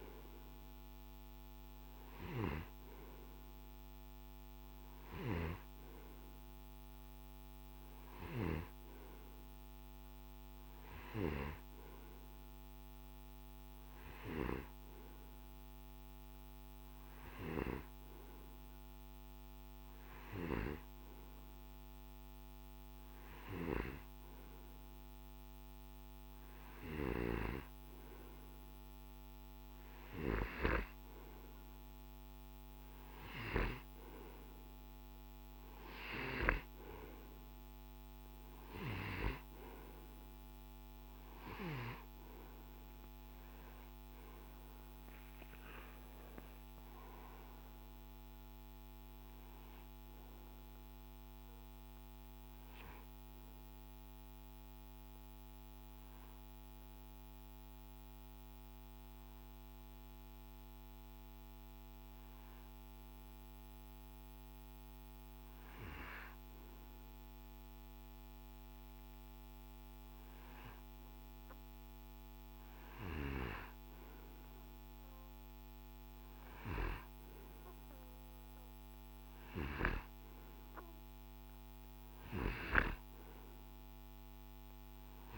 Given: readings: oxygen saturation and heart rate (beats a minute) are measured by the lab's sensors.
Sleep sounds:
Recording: breathing in sleep by a microphone on the trachea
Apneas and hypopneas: 1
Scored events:
45.00-49.50 s: arousal
56.00-70.50 s: hypopnea (oxygen 93% before, 91% lowest, heart rate 66 before, 54 extreme, up 4 after)
72.00-75.00 s: arousal
75.50-85.38 s: oxygen desaturation (device-marked, oxygen 95% before, 91% lowest, heart rate 56 before, 55 extreme)
From the record:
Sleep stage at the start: N2 (light sleep)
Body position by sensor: on the right side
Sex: male

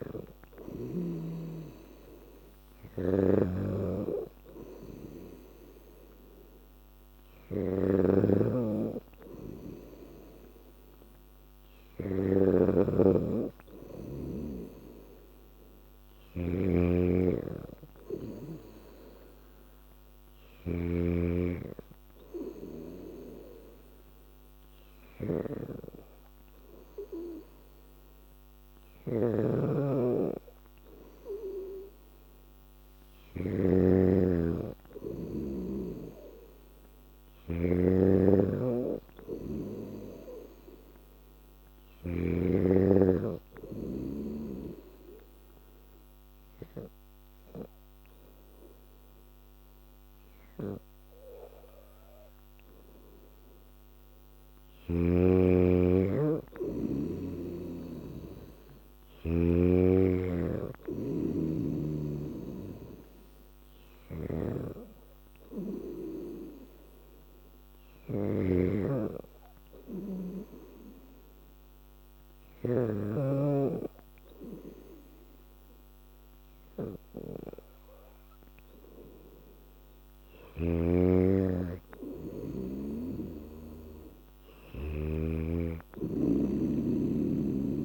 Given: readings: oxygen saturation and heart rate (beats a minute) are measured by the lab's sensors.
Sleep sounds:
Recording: breathing in sleep by a microphone on the trachea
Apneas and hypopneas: 2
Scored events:
0.00-7.50 s: oxygen desaturation (device-marked, oxygen 93% lowest, heart rate 83 extreme)
0.00-33.50 s: snoring (device-marked)
38.00-42.50 s: snoring (device-marked)
43.50-54.00 s: obstructive apnea (oxygen 97% before, 94% lowest, heart rate 86 before, 82 extreme, up 0 after)
56.00-60.00 s: arousal
58.50-69.50 s: oxygen desaturation (device-marked, oxygen 97% before, 94% lowest, heart rate 85 before, 84 extreme)
62.00-73.00 s: snoring (device-marked)
68.50-79.50 s: hypopnea (oxygen 97% before, 92% lowest, heart rate 84 before, 85 extreme, up 2 after)
81.50-84.00 s: arousal
From the record:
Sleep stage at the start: N2 (light sleep)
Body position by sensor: on the back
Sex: female

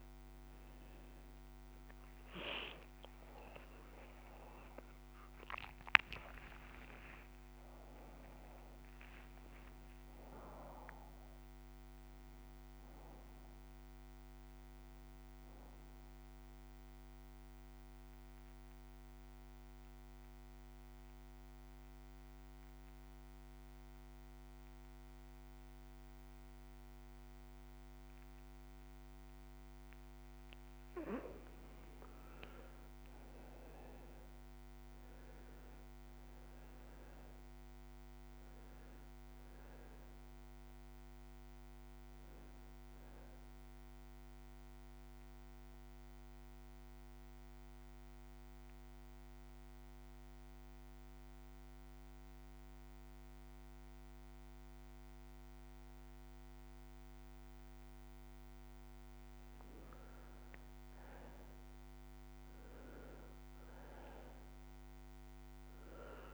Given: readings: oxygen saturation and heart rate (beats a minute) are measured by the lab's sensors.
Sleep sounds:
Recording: breathing in sleep by a microphone on the trachea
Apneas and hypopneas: 2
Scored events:
0.00-20.00 s: oxygen desaturation (device-marked, oxygen 89% lowest)
0.50-6.00 s: arousal
15.00-29.50 s: obstructive apnea (oxygen 95% before, 90% lowest)
21.00-66.34 s: new sleep stage, N2 (light sleep)
32.50-36.50 s: arousal
35.00-55.00 s: oxygen desaturation (device-marked, oxygen 97% before, 90% lowest)
43.50-58.50 s: obstructive apnea (oxygen 99% before, 90% lowest)
60.00-63.50 s: arousal
From the record:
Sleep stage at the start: N1 (lightest sleep)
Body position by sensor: on the right side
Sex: male

